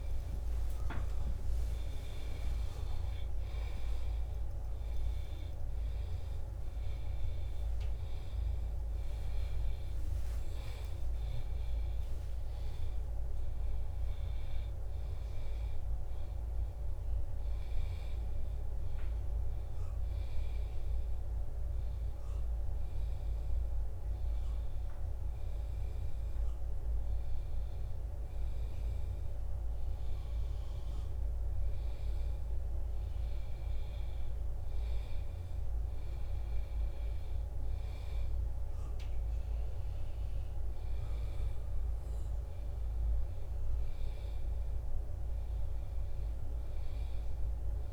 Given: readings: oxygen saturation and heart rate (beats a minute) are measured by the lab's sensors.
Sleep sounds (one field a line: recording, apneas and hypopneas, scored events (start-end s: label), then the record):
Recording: a person partly awake in a sleep study, hard to hear, by a room microphone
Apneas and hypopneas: none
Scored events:
5.50-47.93 s: new sleep stage, N1 (lightest sleep)
From the record:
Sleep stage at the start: awake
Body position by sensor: on the back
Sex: male